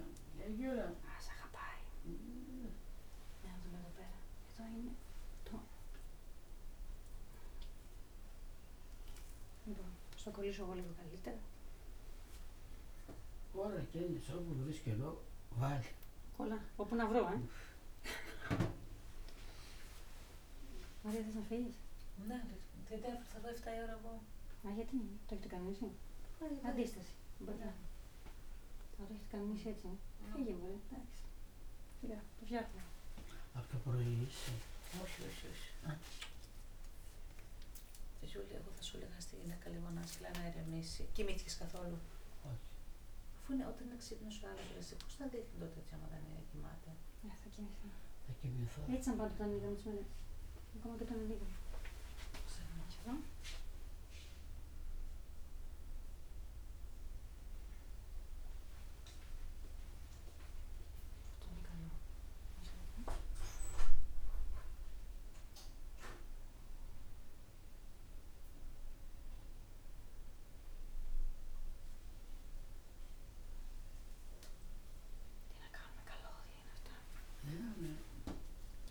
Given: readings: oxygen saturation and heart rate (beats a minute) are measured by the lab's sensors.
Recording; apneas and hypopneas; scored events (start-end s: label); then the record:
a person awake in a sleep study, by a room microphone; none
none scored
From the record:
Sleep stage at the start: awake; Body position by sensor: on the back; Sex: female